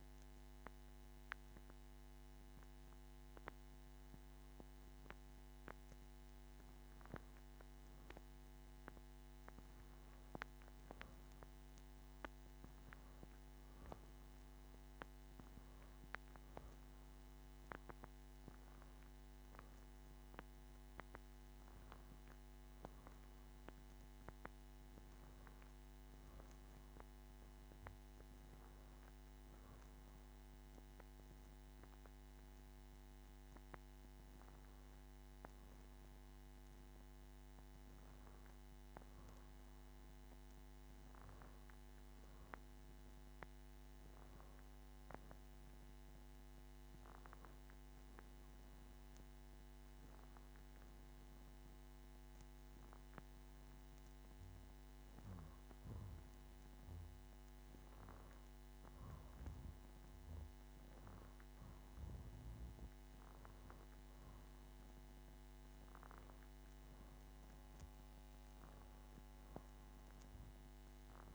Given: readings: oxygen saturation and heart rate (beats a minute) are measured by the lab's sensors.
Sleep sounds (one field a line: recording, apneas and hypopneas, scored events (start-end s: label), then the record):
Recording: breathing in sleep by a microphone on the trachea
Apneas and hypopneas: none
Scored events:
25.00-27.00 s: long interval between heartbeats (device-marked, heart rate 73 before, 72 extreme)
From the record:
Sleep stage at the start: N2 (light sleep)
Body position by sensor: on the back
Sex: female